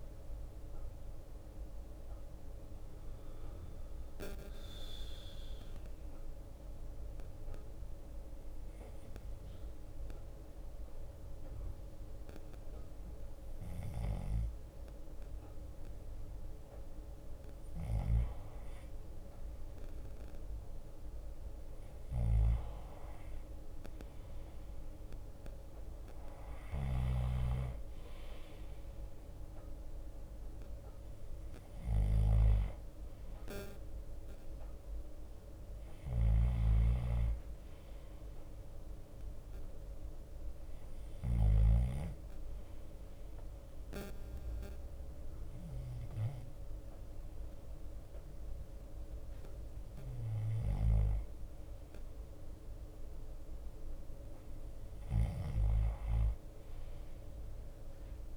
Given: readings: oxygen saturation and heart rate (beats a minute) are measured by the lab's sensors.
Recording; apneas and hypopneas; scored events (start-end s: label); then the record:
breathing in sleep by a room microphone; 2
0.00-1.50 s: drop in pulse transit time (device-marked)
0.00-58.37 s: bradycardia (device-marked)
2.00-4.00 s: long interval between heartbeats (device-marked)
2.50-15.00 s: obstructive apnea (oxygen 91% before, 90% lowest)
18.50-20.50 s: long interval between heartbeats (device-marked, heart rate 48 before, 54 extreme)
19.50-23.00 s: arousal
24.00-26.00 s: long interval between heartbeats (device-marked, heart rate 49 before, 36 extreme)
30.50-41.50 s: drop in pulse transit time (device-marked, heart rate 45 before, 31 extreme)
32.00-34.00 s: long interval between heartbeats (device-marked, heart rate 44 before, 31 extreme)
34.00-36.00 s: long interval between heartbeats (device-marked, heart rate 42 before, 38 extreme)
41.00-53.00 s: hypopnea (oxygen 93% before, 90% lowest, heart rate 38 before, 31 extreme, up 10 after)
42.50-44.50 s: long interval between heartbeats (device-marked, heart rate 38 before, 55 extreme)
47.00-49.00 s: long interval between heartbeats (device-marked, heart rate 41 before, 46 extreme)
53.50-58.37 s: drop in pulse transit time (device-marked, heart rate 46 before, 35 extreme)
54.50-57.50 s: arousal
From the record:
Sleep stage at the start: N2 (light sleep); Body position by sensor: on the back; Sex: male